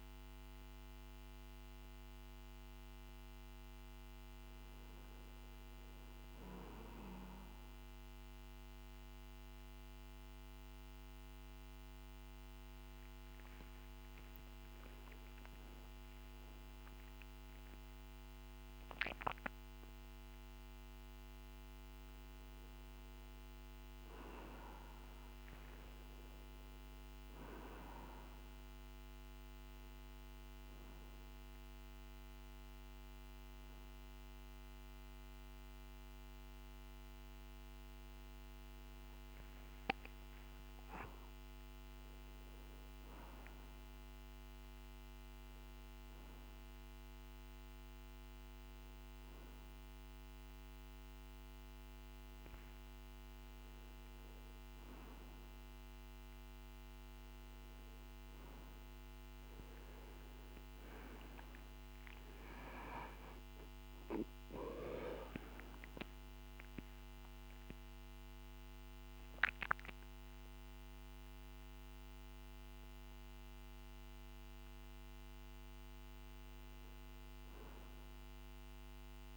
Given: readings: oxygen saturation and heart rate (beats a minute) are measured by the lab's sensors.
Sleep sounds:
a person awake in a sleep study, by a microphone on the trachea; none
none scored
From the record:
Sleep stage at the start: awake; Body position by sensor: on the back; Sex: male

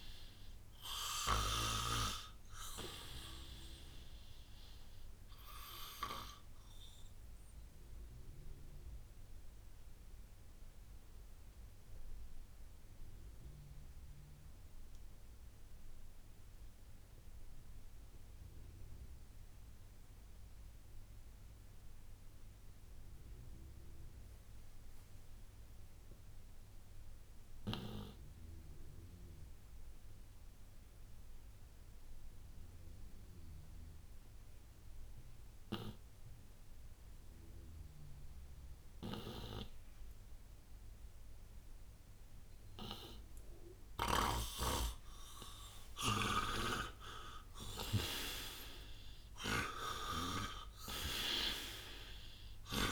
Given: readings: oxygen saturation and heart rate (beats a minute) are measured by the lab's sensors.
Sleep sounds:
breathing in sleep by a room microphone; 1
0.00-2.00 s: snoring (device-marked)
0.00-20.00 s: oxygen desaturation (device-marked, oxygen 88% lowest, heart rate 59 extreme)
5.50-45.00 s: obstructive apnea (oxygen 98% before, 84% lowest, heart rate 68 before, 59 extreme, up 34 after)
33.00-52.92 s: oxygen desaturation (device-marked, oxygen 98% before, 84% lowest, heart rate 60 before, 59 extreme)
46.00-50.50 s: arousal
From the record:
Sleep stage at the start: N2 (light sleep); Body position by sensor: on the right side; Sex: male

